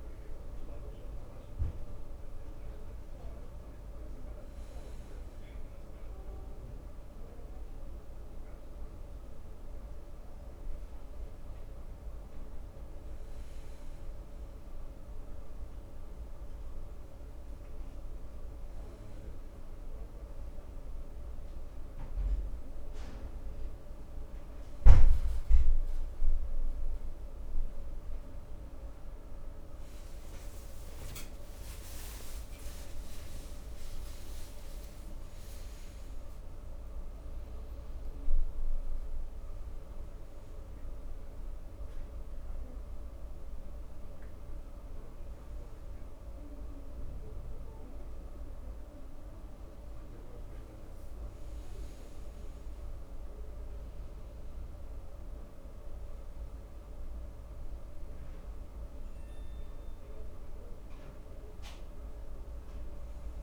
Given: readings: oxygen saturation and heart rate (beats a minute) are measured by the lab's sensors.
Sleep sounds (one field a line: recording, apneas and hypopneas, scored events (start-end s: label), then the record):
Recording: breathing in sleep, hard to hear, by a room microphone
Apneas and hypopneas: none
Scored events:
31.00-35.50 s: arousal
From the record:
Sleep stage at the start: N2 (light sleep)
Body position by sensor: on the right side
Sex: male